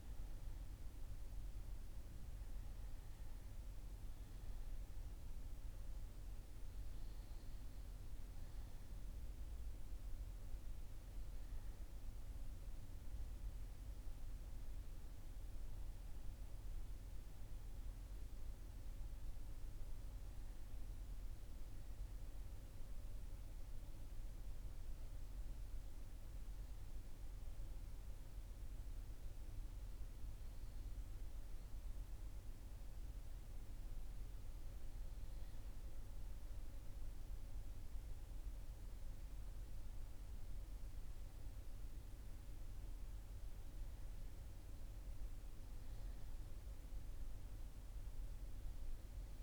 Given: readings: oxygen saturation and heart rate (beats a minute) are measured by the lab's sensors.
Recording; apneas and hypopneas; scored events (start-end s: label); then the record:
breathing in sleep, hard to hear, by a room microphone; none
39.00-49.42 s: new sleep stage, N2 (light sleep)
From the record:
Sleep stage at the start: N1 (lightest sleep); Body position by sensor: on the back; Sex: male